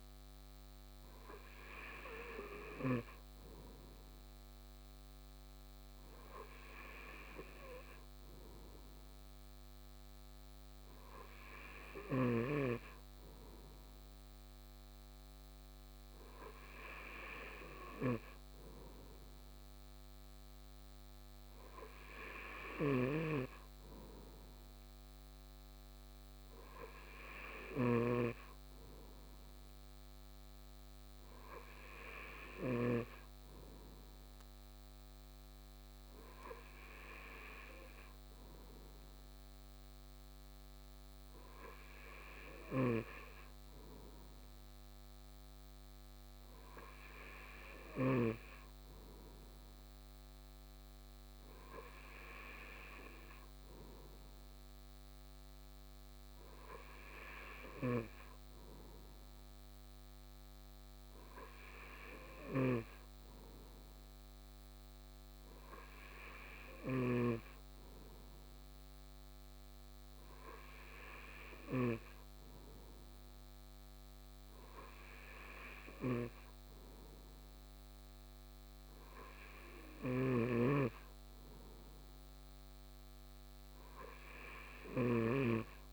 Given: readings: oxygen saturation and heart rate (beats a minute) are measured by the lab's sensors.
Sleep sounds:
breathing in sleep by a microphone on the trachea; none
none scored
From the record:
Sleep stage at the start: N2 (light sleep); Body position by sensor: on the right side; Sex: male

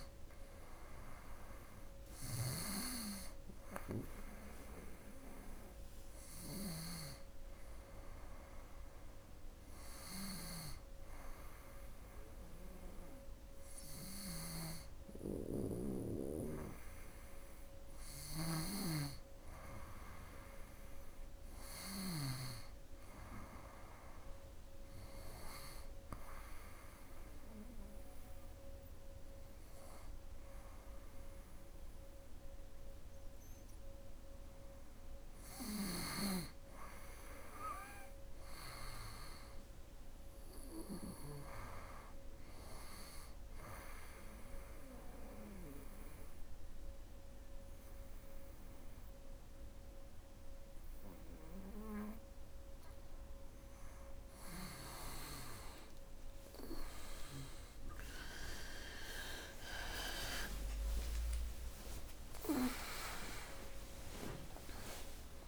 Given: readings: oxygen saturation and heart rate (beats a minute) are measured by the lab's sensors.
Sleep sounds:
a person partly awake in a sleep study, by a room microphone; 1
17.00-21.50 s: snoring (device-marked)
18.00-22.50 s: arousal
25.50-36.00 s: obstructive apnea (oxygen 98% before, 94% lowest, heart rate 82 before, 76 extreme, up 6 after)
41.00-52.00 s: oxygen desaturation (device-marked, oxygen 97% before, 94% lowest, heart rate 81 before, 76 extreme)
45.00-65.48 s: new sleep stage, awake
60.00-65.48 s: tachycardia (device-marked, heart rate 81 before, 122 extreme)
62.00-64.00 s: long interval between heartbeats (device-marked, heart rate 80 before, 91 extreme)
From the record:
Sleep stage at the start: N2 (light sleep); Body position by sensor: on the right side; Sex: female

